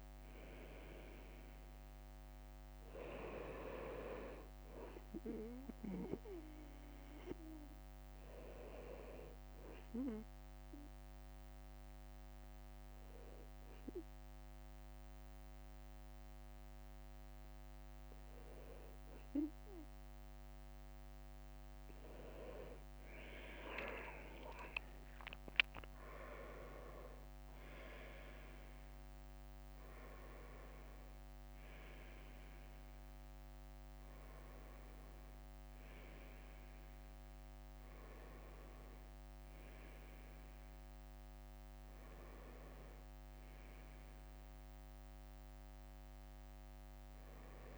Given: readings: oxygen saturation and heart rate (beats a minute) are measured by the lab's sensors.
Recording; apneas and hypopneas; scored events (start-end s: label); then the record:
breathing in sleep by a microphone on the trachea; 1
0.00-7.00 s: leg movement (device-marked)
5.00-9.00 s: bradycardia (device-marked, heart rate 62 before, 59 extreme)
7.50-19.50 s: hypopnea (oxygen 96% before, 92% lowest, heart rate 61 before, 58 extreme, up 10 after)
13.00-19.00 s: bradycardia (device-marked, heart rate 62 before, 58 extreme)
23.00-27.50 s: arousal
31.00-45.00 s: bradycardia (device-marked, heart rate 62 before, 58 extreme)
31.50-36.00 s: leg movement (device-marked)
From the record:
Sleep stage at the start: N2 (light sleep); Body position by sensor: on the right side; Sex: male